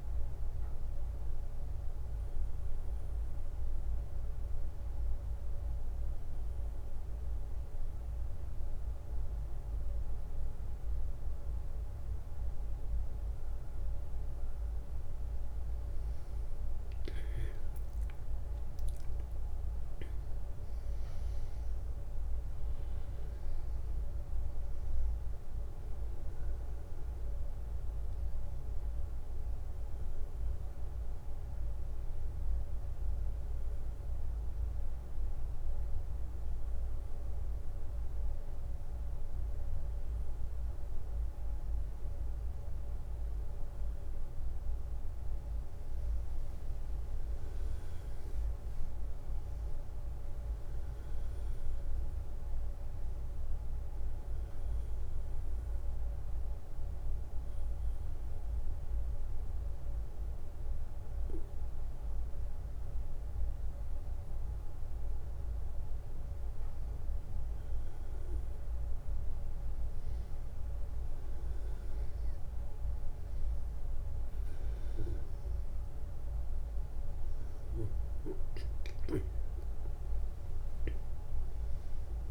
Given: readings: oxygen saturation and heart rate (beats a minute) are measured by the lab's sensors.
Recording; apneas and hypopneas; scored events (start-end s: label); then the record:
breathing in sleep, hard to hear, by a room microphone; 3
0.00-11.00 s: oxygen desaturation (device-marked, oxygen 93% lowest, heart rate 60 extreme)
1.00-13.50 s: obstructive apnea (oxygen 96% before, 93% lowest, heart rate 64 before, 60 extreme, up 11 after)
17.50-22.00 s: arousal
28.50-41.00 s: hypopnea (oxygen 97% before, 94% lowest, heart rate 66 before, 61 extreme, up 2 after)
44.00-47.50 s: arousal
54.00-65.50 s: obstructive apnea (oxygen 97% before, 94% lowest, heart rate 65 before, 60 extreme, up 4 after)
From the record:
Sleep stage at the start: N1 (lightest sleep); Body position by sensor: on the back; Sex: male